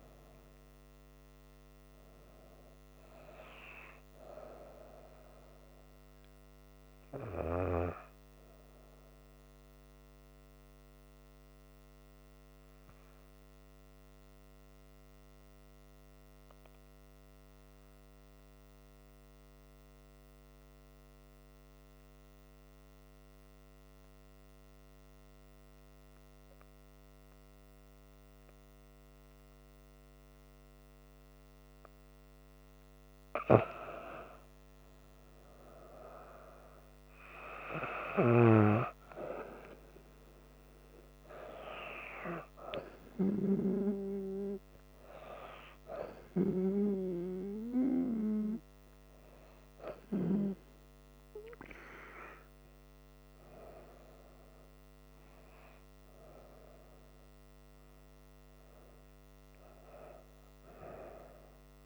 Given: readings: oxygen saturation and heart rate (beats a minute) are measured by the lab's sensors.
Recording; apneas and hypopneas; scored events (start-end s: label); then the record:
breathing in sleep by a microphone on the trachea; 1
17.00-34.00 s: obstructive apnea (oxygen 96% before, 91% lowest, heart rate 69 before, 67 extreme, up 9 after)
34.00-58.00 s: oxygen desaturation (device-marked, oxygen 99% before, 91% lowest, heart rate 67 before, 68 extreme)
36.00-40.00 s: arousal
From the record:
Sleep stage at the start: N2 (light sleep); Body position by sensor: on the back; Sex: female